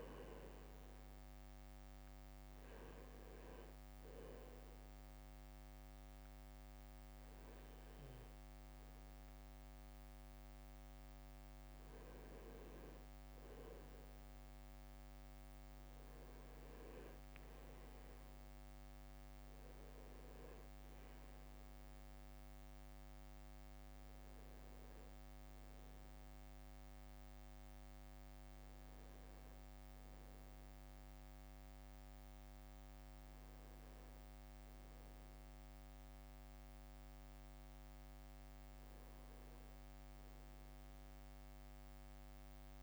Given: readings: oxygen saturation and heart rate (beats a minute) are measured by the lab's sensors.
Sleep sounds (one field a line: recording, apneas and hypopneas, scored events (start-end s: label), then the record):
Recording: breathing in sleep, hard to hear, by a microphone on the trachea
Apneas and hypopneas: none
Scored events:
5.50-42.82 s: new sleep stage, N1 (lightest sleep)
12.00-18.00 s: arousal
12.50-19.00 s: leg movement (device-marked)
From the record:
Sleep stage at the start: N2 (light sleep)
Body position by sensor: on the right side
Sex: male